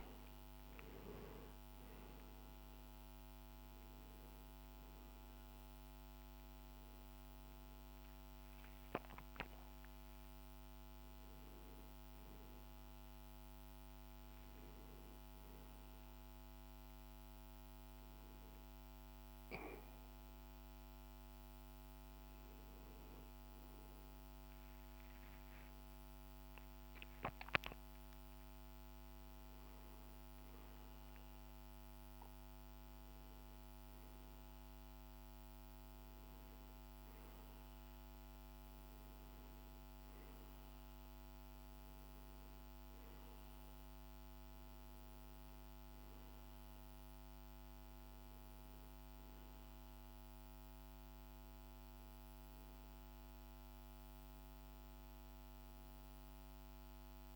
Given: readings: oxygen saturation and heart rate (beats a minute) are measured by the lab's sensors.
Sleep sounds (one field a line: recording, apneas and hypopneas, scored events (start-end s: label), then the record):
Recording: a person partly awake in a sleep study, hard to hear, by a microphone on the trachea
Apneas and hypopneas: none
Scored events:
1.00-57.36 s: new sleep stage, N1 (lightest sleep)
23.00-47.00 s: oxygen desaturation (device-marked, oxygen 96% before, 91% lowest, heart rate 62 before, 54 extreme)
From the record:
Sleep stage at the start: awake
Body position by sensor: on the back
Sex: male